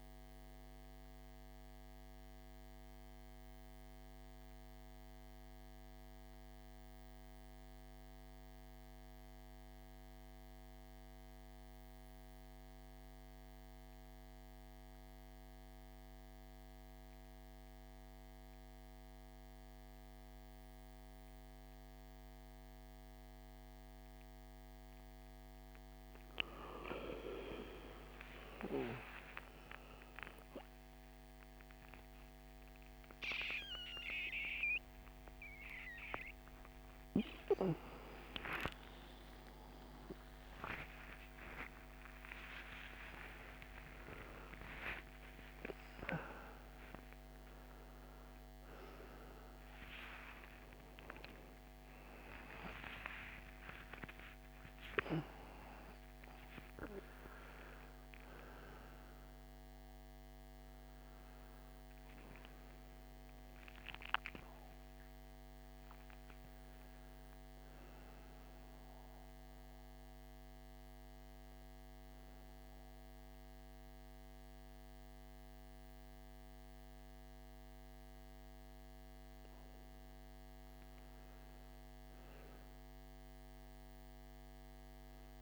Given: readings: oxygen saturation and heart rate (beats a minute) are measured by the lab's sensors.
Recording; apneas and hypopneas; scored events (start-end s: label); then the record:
a person partly awake in a sleep study, by a microphone on the trachea; 1
0.00-10.00 s: oxygen desaturation (device-marked, oxygen 89% lowest, heart rate 56 extreme)
1.00-25.50 s: mixed apnea (oxygen 99% before, 81% lowest, heart rate 60 before, 56 extreme, up 18 after)
20.00-52.00 s: oxygen desaturation (device-marked, oxygen 97% before, 81% lowest, heart rate 57 before, 55 extreme)
32.00-62.00 s: new sleep stage, awake
62.00-85.42 s: new sleep stage, N1 (lightest sleep)
From the record:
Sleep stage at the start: N2 (light sleep); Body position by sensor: on the right side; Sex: male